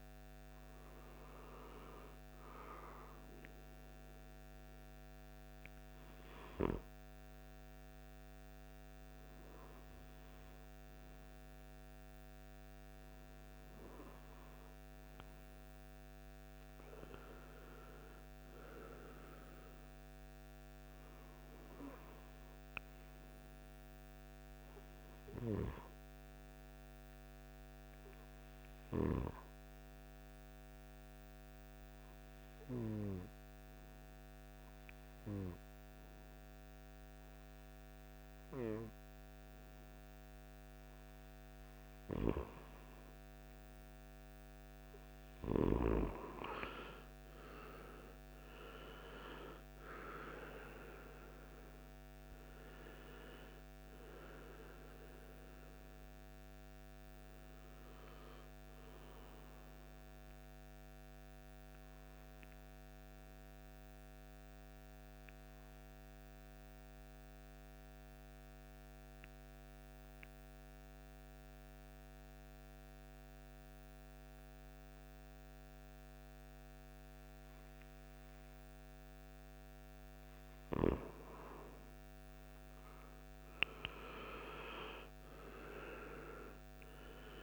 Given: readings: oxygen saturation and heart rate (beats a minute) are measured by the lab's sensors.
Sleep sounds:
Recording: breathing in sleep by a microphone on the trachea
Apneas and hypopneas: 2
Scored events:
27.00-40.50 s: hypopnea (oxygen 99% before, 93% lowest, heart rate 57 before, 53 extreme, up 8 after)
42.50-46.50 s: arousal
63.50-78.50 s: obstructive apnea (oxygen 96% before, 91% lowest, heart rate 60 before, 54 extreme, up 8 after)
80.00-84.50 s: arousal
From the record:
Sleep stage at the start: N2 (light sleep)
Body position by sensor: on the right side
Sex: male

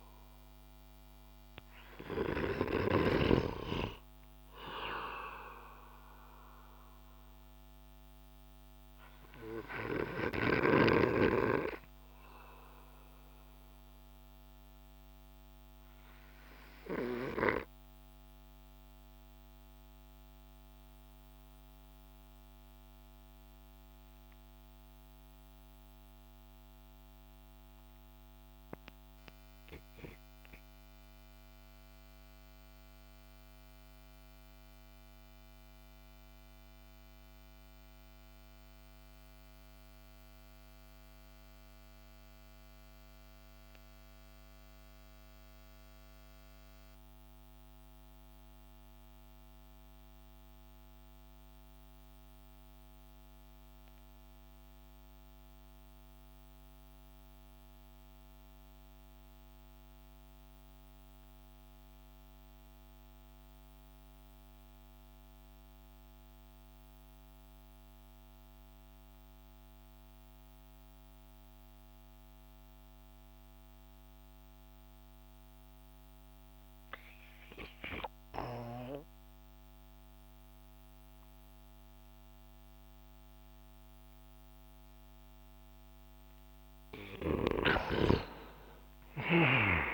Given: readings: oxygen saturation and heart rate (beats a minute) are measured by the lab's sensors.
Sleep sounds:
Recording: breathing in sleep by a microphone on the trachea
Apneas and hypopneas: 1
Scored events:
7.50-85.50 s: obstructive apnea (oxygen 98% before, 77% lowest)
20.50-31.50 s: oxygen desaturation (device-marked, oxygen 95% before, 91% lowest)
53.50-89.94 s: oxygen desaturation (device-marked, oxygen 98% before, 77% lowest)
87.50-89.94 s: arousal
From the record:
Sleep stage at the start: N2 (light sleep)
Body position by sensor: on the back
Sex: male

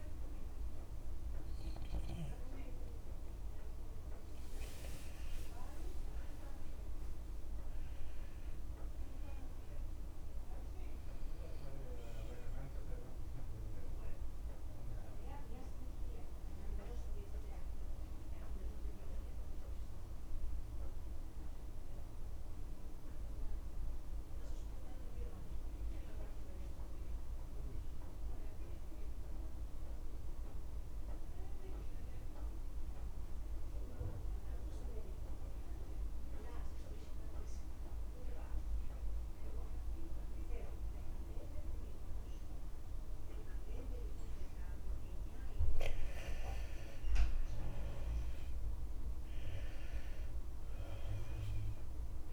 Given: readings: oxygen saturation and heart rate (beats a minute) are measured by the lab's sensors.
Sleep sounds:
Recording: breathing in sleep by a room microphone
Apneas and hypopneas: 1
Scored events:
0.00-18.00 s: oxygen desaturation (device-marked, oxygen 91% lowest, heart rate 53 extreme)
4.50-6.50 s: long interval between heartbeats (device-marked, heart rate 75 before, 63 extreme)
15.50-46.50 s: mixed apnea (oxygen 97% before, 84% lowest, heart rate 61 before, 49 extreme, up 40 after)
43.00-52.33 s: oxygen desaturation (device-marked, oxygen 95% before, 84% lowest, heart rate 54 before, 36 extreme)
45.50-47.50 s: long interval between heartbeats (device-marked, heart rate 55 before, 64 extreme)
48.00-50.00 s: long interval between heartbeats (device-marked, heart rate 57 before, 85 extreme)
49.00-52.00 s: arousal
50.00-52.00 s: long interval between heartbeats (device-marked, heart rate 61 before, 94 extreme)
From the record:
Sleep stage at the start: N2 (light sleep)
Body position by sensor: on the left side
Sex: male

